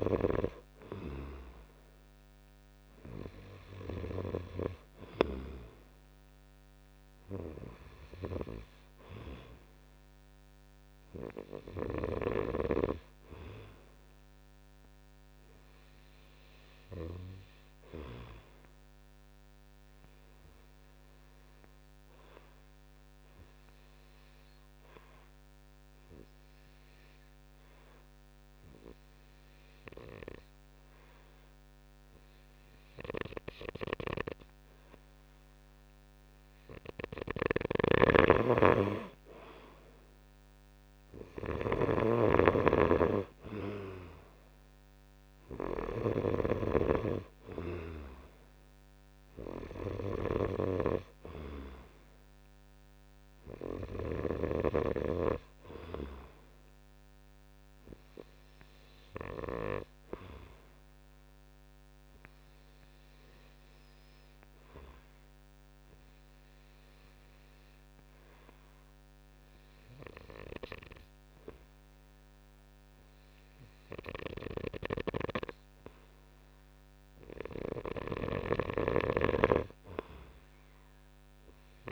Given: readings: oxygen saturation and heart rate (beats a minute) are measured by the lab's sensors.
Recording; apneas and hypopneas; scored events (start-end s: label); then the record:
breathing in sleep by a microphone on the trachea; 2
0.00-13.50 s: oxygen desaturation (device-marked, oxygen 90% lowest)
14.50-36.50 s: obstructive apnea (oxygen 95% before, 88% lowest)
37.00-54.50 s: snoring (device-marked)
38.50-42.00 s: arousal
48.50-64.50 s: oxygen desaturation (device-marked, oxygen 96% before, 88% lowest)
61.00-77.00 s: obstructive apnea (oxygen 96% before, 87% lowest)
75.00-81.92 s: snoring (device-marked)
79.50-81.92 s: arousal
From the record:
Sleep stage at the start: N2 (light sleep); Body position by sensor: on the right side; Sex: male